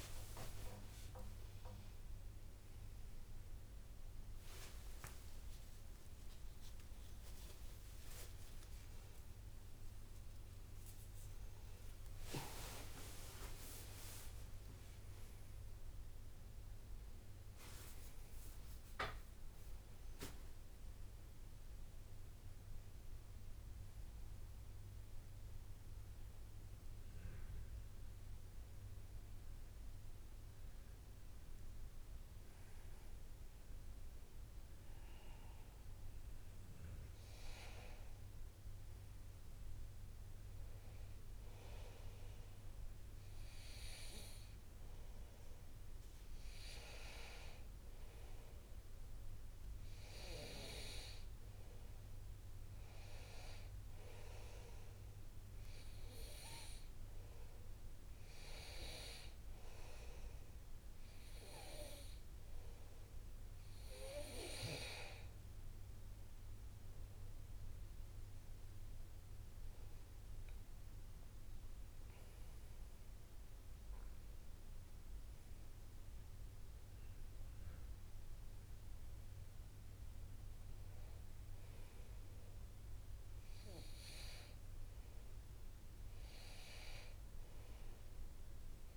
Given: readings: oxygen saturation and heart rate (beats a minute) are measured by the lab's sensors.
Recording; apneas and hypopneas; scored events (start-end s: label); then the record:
a person partly awake in a sleep study, by a room microphone; none
2.50-32.50 s: new sleep stage, awake
6.00-8.00 s: long interval between heartbeats (device-marked, heart rate 69 before, 25 extreme)
9.00-11.00 s: long interval between heartbeats (device-marked, heart rate 63 before, 74 extreme)
9.50-16.50 s: tachycardia (device-marked, heart rate 70 before, 119 extreme)
12.50-14.50 s: long interval between heartbeats (device-marked, heart rate 65 before, 118 extreme)
32.50-88.97 s: new sleep stage, N2 (light sleep)
68.00-74.50 s: arousal
From the record:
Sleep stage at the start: N2 (light sleep); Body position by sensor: on the back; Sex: male